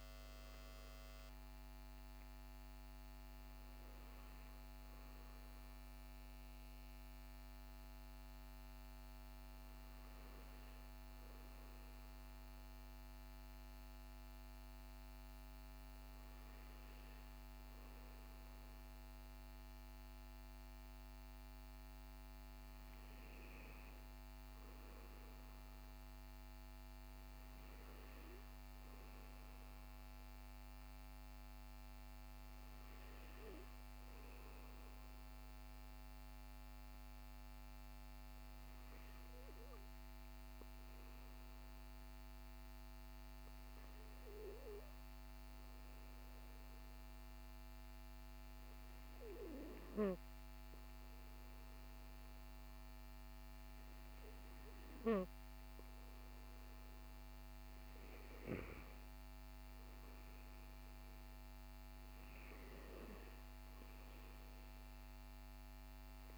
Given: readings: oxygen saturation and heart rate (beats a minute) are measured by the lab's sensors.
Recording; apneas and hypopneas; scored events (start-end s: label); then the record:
breathing in sleep, hard to hear, by a microphone on the trachea; 1
36.00-52.00 s: hypopnea (oxygen 98% before, 95% lowest, heart rate 52 before, 51 extreme, up 7 after)
56.00-58.50 s: arousal
From the record:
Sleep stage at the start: N2 (light sleep); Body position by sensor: on the back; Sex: male